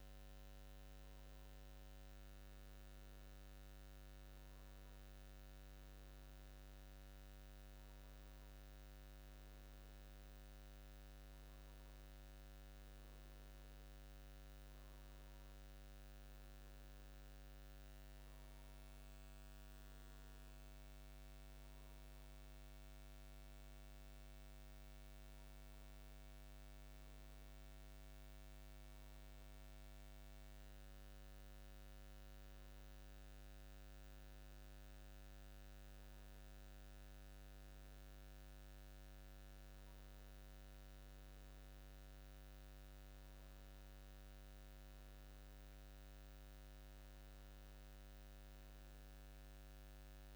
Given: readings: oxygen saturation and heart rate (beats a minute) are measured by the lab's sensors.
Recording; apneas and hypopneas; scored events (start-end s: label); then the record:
breathing in sleep, hard to hear, by a microphone on the trachea; none
none scored
From the record:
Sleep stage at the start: N2 (light sleep); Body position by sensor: on the back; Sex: male